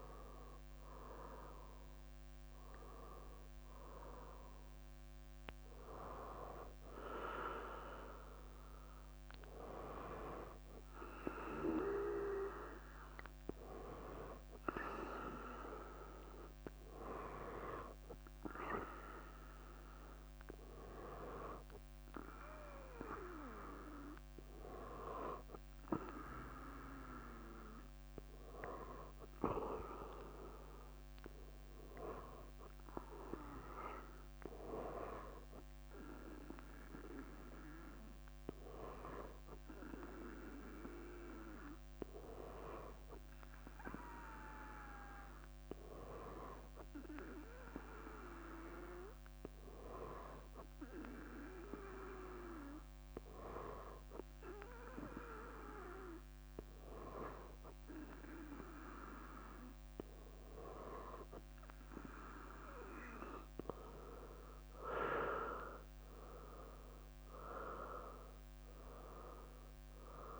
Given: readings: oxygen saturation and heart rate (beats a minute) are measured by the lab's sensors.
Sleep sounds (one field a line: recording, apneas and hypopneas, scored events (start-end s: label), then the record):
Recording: breathing in sleep by a microphone on the trachea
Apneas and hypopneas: none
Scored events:
0.00-1.50 s: oxygen desaturation (device-marked, oxygen 92% lowest, heart rate 66 extreme)
8.50-70.40 s: new sleep stage, N2 (light sleep)
60.00-61.00 s: leg movement (device-marked)
64.50-69.00 s: arousal
From the record:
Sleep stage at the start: REM sleep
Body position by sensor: on the right side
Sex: female